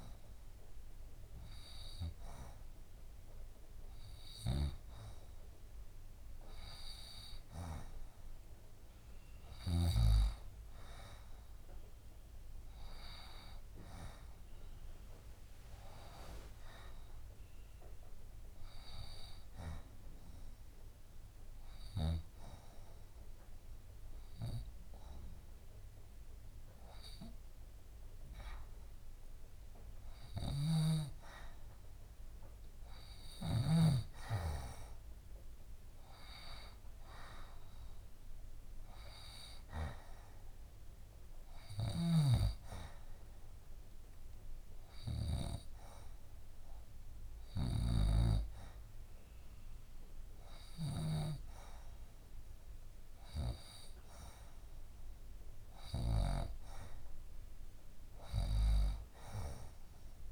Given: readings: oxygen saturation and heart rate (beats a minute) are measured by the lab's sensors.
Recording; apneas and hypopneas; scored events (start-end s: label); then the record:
breathing in sleep by a room microphone; 1
21.00-31.50 s: obstructive apnea (oxygen 93% before, 89% lowest, heart rate 74 before, 70 extreme, up 5 after)
34.00-38.50 s: arousal
39.50-57.50 s: oxygen desaturation (device-marked, oxygen 93% before, 89% lowest, heart rate 72 before, 70 extreme)
From the record:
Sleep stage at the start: N2 (light sleep); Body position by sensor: on the left side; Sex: female